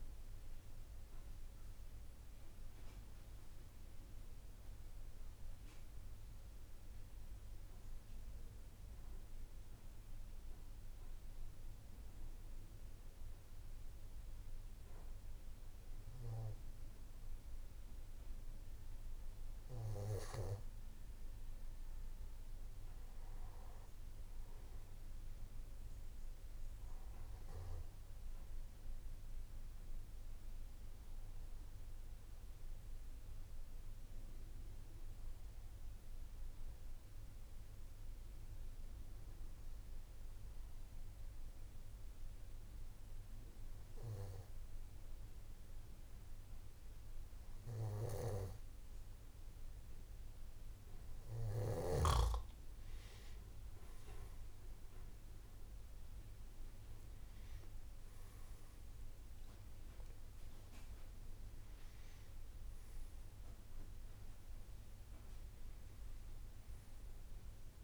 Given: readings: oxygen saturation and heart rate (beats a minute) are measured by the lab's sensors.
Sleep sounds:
breathing in sleep by a room microphone; 1
0.00-7.50 s: oxygen desaturation (device-marked, oxygen 93% lowest, heart rate 54 extreme)
37.50-50.00 s: hypopnea (oxygen 96% before, 94% lowest, heart rate 57 before, 56 extreme, up 5 after)
From the record:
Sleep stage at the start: N2 (light sleep); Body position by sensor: on the back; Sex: male

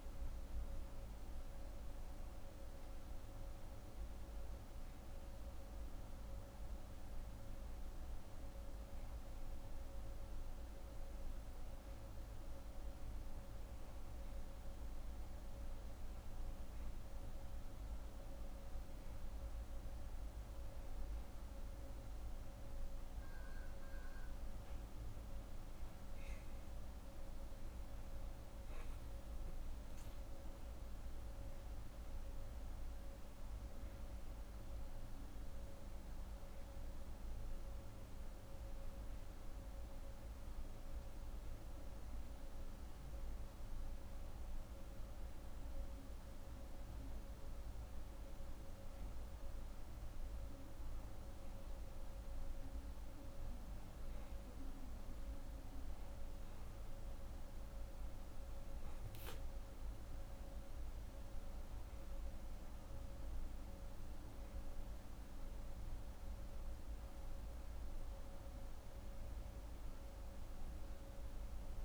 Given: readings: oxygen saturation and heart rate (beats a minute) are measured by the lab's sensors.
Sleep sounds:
breathing in sleep, hard to hear, by a room microphone; none
none scored
From the record:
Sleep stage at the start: N2 (light sleep); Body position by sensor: on the right side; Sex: female

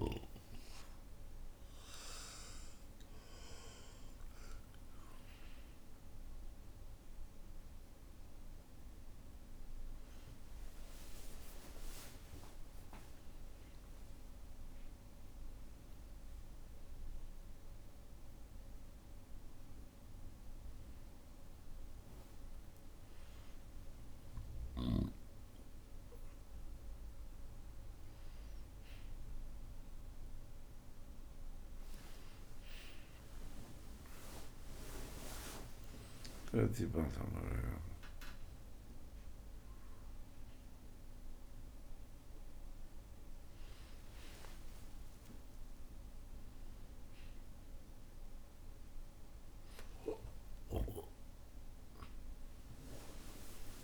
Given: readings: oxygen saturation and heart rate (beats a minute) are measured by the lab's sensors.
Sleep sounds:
breathing in sleep by a room microphone; none
0.00-3.00 s: arousal
0.50-2.50 s: long interval between heartbeats (device-marked, heart rate 63 before, 63 extreme)
32.50-34.50 s: long interval between heartbeats (device-marked, heart rate 63 before, 79 extreme)
44.50-46.50 s: long interval between heartbeats (device-marked, heart rate 70 before, 71 extreme)
45.00-50.00 s: arousal
From the record:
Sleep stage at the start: N1 (lightest sleep); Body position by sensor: on the back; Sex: male

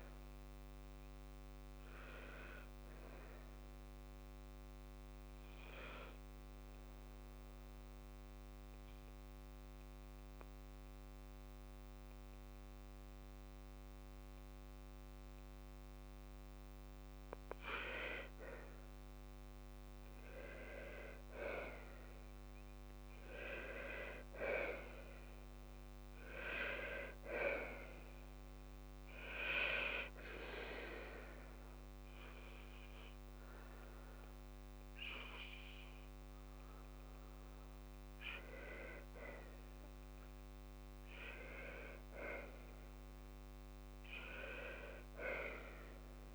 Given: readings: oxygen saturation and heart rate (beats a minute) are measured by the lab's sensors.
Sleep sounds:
breathing in sleep by a microphone on the trachea; 1
5.00-19.00 s: obstructive apnea (oxygen 99% before, 96% lowest, heart rate 66 before, 54 extreme, up 5 after)
21.50-24.50 s: arousal
From the record:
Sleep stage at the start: N2 (light sleep); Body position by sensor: on the back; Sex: female

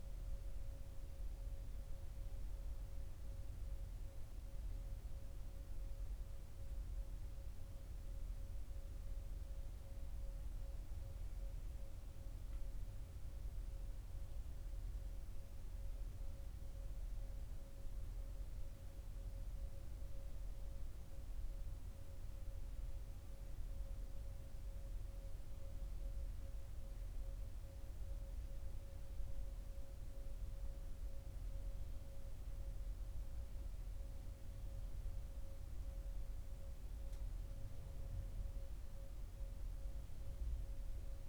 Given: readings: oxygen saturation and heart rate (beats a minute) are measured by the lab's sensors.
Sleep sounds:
breathing in sleep, hard to hear, by a room microphone; none
none scored
From the record:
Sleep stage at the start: N2 (light sleep); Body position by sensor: on the right side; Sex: male

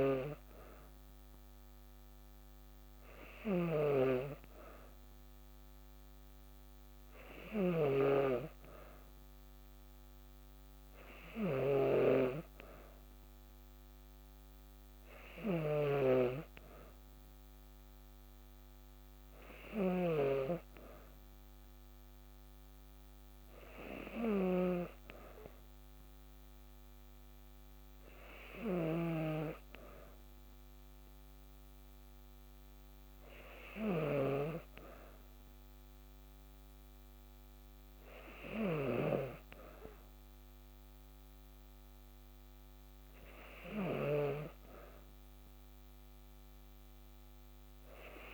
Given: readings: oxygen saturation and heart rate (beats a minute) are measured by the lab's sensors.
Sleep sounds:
breathing in sleep by a microphone on the trachea; none
0.00-38.50 s: snoring (device-marked)
From the record:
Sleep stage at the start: N2 (light sleep); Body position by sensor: on the back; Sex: female

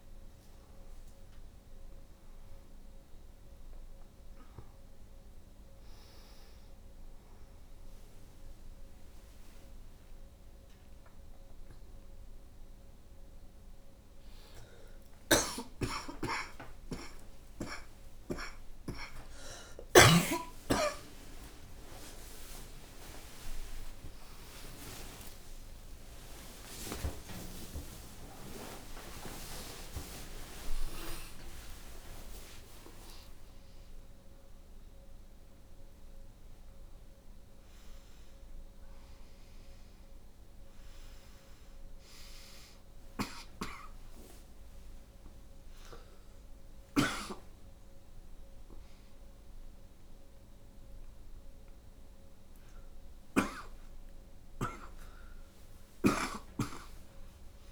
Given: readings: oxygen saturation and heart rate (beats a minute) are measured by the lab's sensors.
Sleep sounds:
a person awake in a sleep study, by a room microphone; none
14.50-19.50 s: snoring (device-marked)
From the record:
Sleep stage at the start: awake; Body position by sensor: on the front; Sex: female

